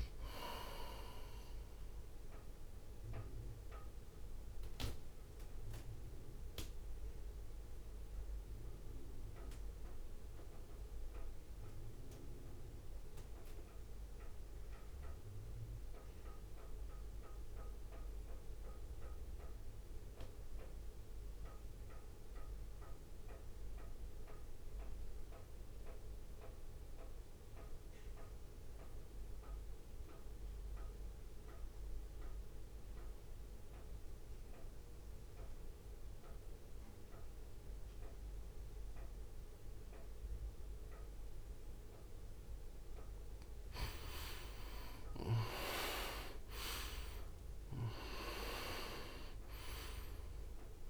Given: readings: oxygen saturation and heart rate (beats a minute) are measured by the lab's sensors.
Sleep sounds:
breathing in sleep by a room microphone; 1
0.00-1.50 s: oxygen desaturation (device-marked, oxygen 87% lowest, heart rate 60 extreme)
0.00-5.50 s: drop in pulse transit time (device-marked, heart rate 60 extreme)
3.00-41.50 s: mixed apnea (oxygen 97% before, 82% lowest, heart rate 62 before, 53 extreme, up 12 after)
9.50-23.50 s: oxygen desaturation (device-marked, oxygen 88% before, 84% lowest, heart rate 63 before, 53 extreme)
33.50-50.90 s: oxygen desaturation (device-marked, oxygen 98% before, 82% lowest, heart rate 64 before, 53 extreme)
44.50-50.00 s: arousal
47.50-50.90 s: drop in pulse transit time (device-marked, heart rate 58 before, 55 extreme)
From the record:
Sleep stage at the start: REM sleep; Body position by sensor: on the right side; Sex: male

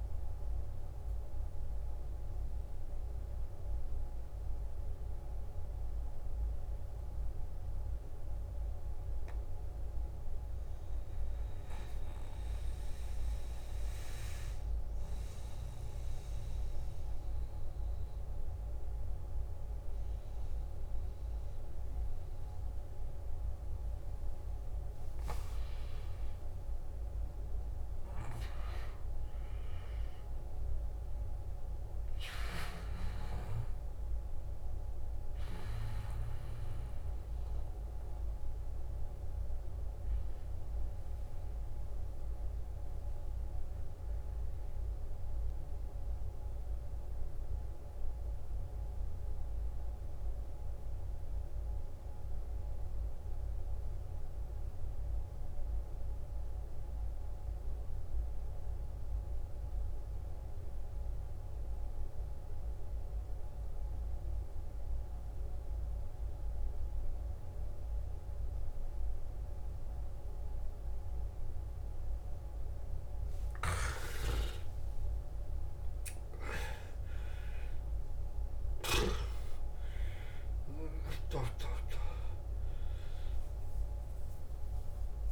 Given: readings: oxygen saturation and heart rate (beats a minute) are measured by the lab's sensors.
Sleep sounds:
breathing in sleep by a room microphone; 2
0.00-13.50 s: oxygen desaturation (device-marked, oxygen 90% lowest, heart rate 56 extreme)
2.00-24.50 s: central apnea (oxygen 96% before, 88% lowest, heart rate 65 before, 55 extreme, up 7 after)
25.50-30.50 s: arousal
38.00-73.00 s: mixed apnea (oxygen 99% before, 87% lowest, heart rate 61 before, 54 extreme, up 16 after)
55.50-85.32 s: oxygen desaturation (device-marked, oxygen 97% before, 87% lowest, heart rate 56 before, 53 extreme)
74.00-78.50 s: arousal
From the record:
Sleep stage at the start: N2 (light sleep); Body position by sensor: on the back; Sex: male

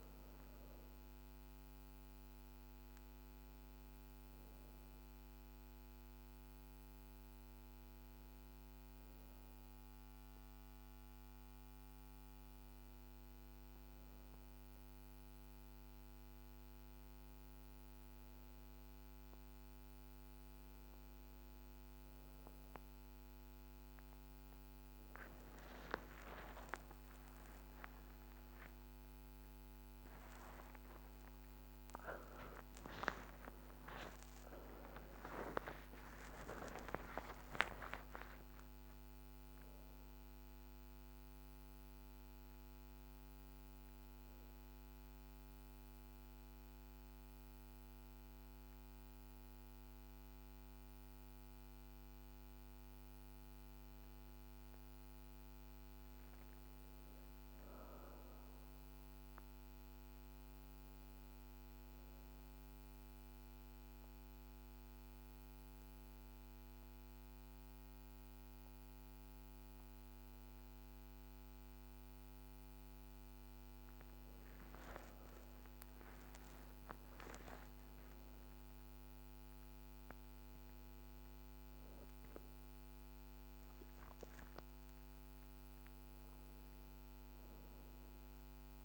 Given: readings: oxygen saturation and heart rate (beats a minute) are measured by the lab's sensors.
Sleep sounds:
breathing in sleep by a microphone on the trachea; none
29.50-35.50 s: arousal
73.50-78.00 s: arousal
From the record:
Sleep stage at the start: N2 (light sleep); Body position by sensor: on the back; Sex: female

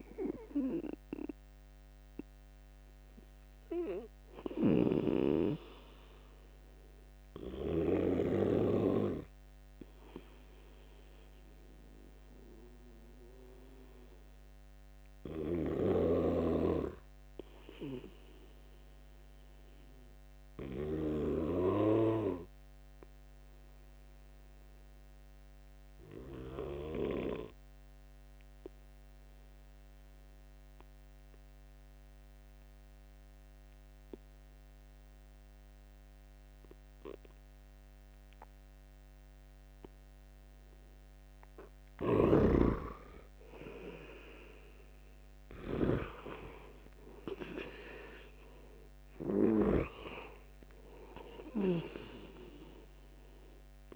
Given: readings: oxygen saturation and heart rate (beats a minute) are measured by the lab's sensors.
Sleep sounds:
breathing in sleep by a microphone on the trachea; 1
0.00-25.50 s: oxygen desaturation (device-marked, oxygen 88% lowest, heart rate 67 extreme)
8.50-40.50 s: obstructive apnea (oxygen 99% before, 88% lowest, heart rate 76 before, 67 extreme, up 7 after)
43.00-46.50 s: arousal
43.50-53.96 s: oxygen desaturation (device-marked, oxygen 97% before, 90% lowest, heart rate 74 before, 70 extreme)
From the record:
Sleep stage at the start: N2 (light sleep); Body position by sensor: on the right side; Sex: male

